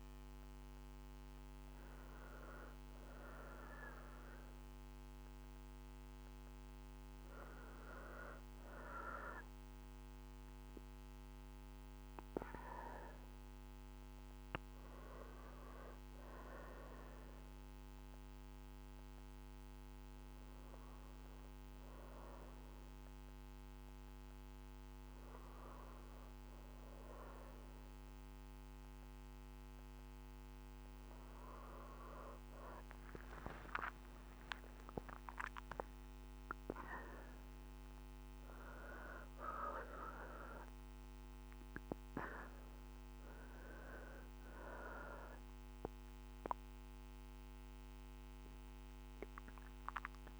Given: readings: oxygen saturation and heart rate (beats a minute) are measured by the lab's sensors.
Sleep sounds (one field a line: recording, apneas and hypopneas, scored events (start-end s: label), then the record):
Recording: breathing in sleep by a microphone on the trachea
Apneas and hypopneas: 1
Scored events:
18.00-33.50 s: hypopnea (oxygen 95% before, 90% lowest, heart rate 62 before, 61 extreme)
35.00-39.50 s: arousal
From the record:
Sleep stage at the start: N2 (light sleep)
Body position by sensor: on the right side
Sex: female